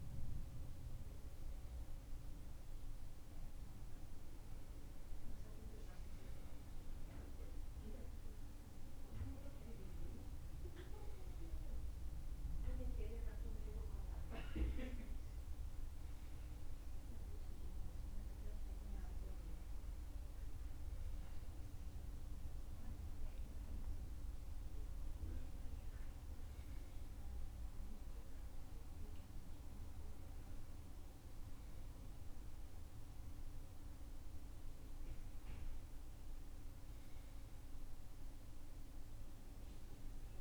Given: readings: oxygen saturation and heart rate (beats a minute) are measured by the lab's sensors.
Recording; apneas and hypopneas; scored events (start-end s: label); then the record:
breathing in sleep by a room microphone; none
none scored
From the record:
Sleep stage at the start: N2 (light sleep); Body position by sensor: on the back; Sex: male